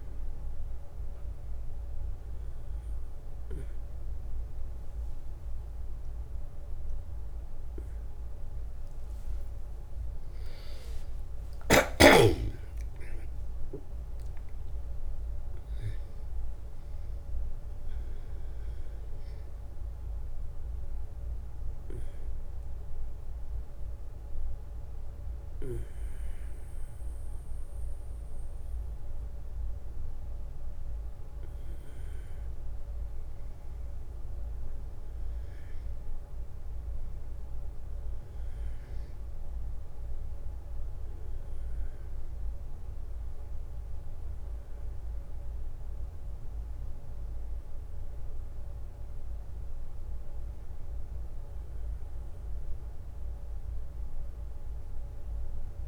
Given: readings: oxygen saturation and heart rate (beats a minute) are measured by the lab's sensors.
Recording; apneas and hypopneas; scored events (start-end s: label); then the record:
a person partly awake in a sleep study, hard to hear, by a room microphone; none
13.00-55.88 s: new sleep stage, N1 (lightest sleep)
16.00-26.00 s: oxygen desaturation (device-marked, oxygen 97% before, 94% lowest, heart rate 77 before, 65 extreme)
From the record:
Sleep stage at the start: awake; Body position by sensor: on the back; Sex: male